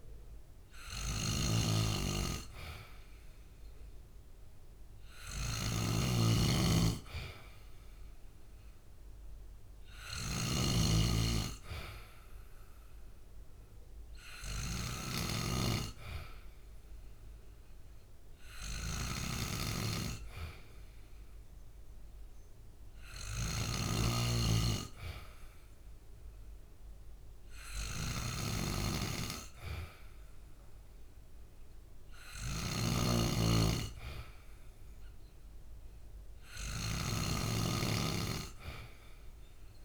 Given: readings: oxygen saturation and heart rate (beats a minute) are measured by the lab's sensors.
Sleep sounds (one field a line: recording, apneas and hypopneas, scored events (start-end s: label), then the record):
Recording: breathing in sleep by a room microphone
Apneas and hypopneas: none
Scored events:
0.00-15.50 s: snoring (device-marked)
32.00-39.85 s: snoring (device-marked)
From the record:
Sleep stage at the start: N2 (light sleep)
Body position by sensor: on the back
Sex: male